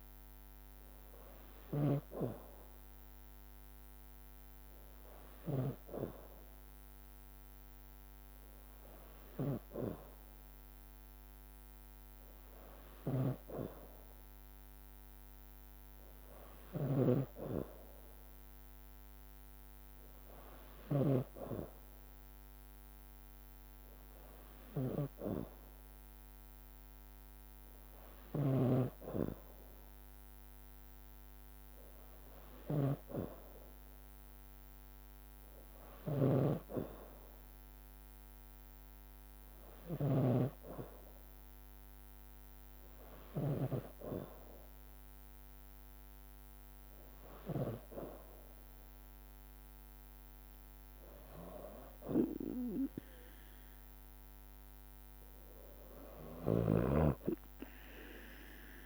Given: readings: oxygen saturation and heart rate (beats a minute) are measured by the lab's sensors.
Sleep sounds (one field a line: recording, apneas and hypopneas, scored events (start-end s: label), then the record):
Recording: breathing in sleep by a microphone on the trachea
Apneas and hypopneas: none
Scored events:
1.50-6.00 s: snoring (device-marked)
13.00-43.50 s: snoring (device-marked)
From the record:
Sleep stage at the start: N2 (light sleep)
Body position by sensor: on the back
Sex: female